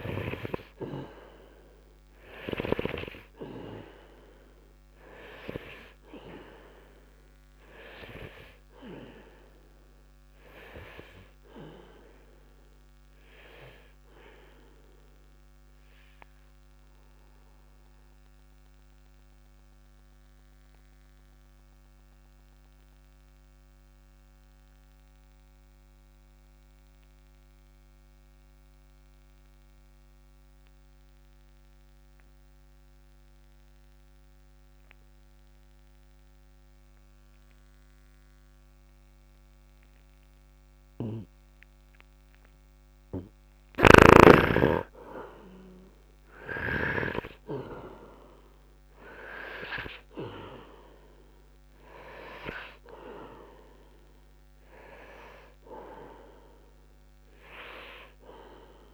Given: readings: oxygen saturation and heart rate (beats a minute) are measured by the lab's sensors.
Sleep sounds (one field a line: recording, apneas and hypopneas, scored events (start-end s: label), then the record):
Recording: breathing in sleep by a microphone on the trachea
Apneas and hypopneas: 1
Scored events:
0.00-1.00 s: arousal
0.00-33.00 s: oxygen desaturation (device-marked, oxygen 76% lowest, heart rate 59 extreme)
15.00-42.50 s: obstructive apnea (oxygen 98% before, 75% lowest, heart rate 64 before, 59 extreme)
41.00-58.94 s: oxygen desaturation (device-marked, oxygen 99% before, 75% lowest, heart rate 67 before, 59 extreme)
43.50-47.00 s: snoring (device-marked)
44.00-48.50 s: arousal
From the record:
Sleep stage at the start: N2 (light sleep)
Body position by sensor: upright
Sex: male